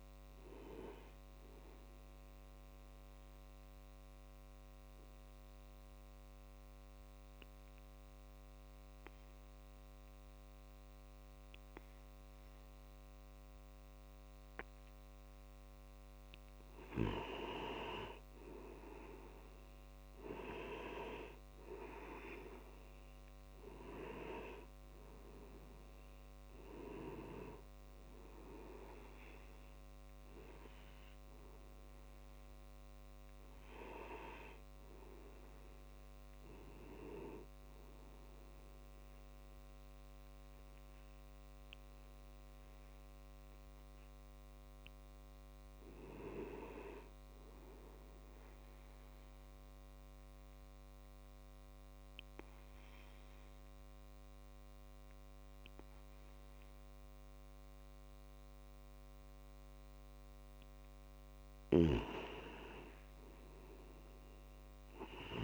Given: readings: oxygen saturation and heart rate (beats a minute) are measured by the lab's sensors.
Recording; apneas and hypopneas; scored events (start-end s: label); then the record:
breathing in sleep by a microphone on the trachea; 2
3.00-15.50 s: obstructive apnea (oxygen 97% before, 92% lowest, heart rate 71 before, 55 extreme, up 8 after)
17.50-21.00 s: arousal
24.00-43.00 s: oxygen desaturation (device-marked, oxygen 97% before, 92% lowest, heart rate 57 before, 55 extreme)
43.50-47.00 s: arousal
49.00-61.00 s: obstructive apnea (oxygen 97% before, 89% lowest, heart rate 65 before, 55 extreme, up 47 after)
63.00-65.44 s: oxygen desaturation (device-marked, oxygen 97% before, 91% lowest, heart rate 59 before, 52 extreme)
64.00-65.44 s: arousal
From the record:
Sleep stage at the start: N2 (light sleep); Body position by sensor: on the back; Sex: male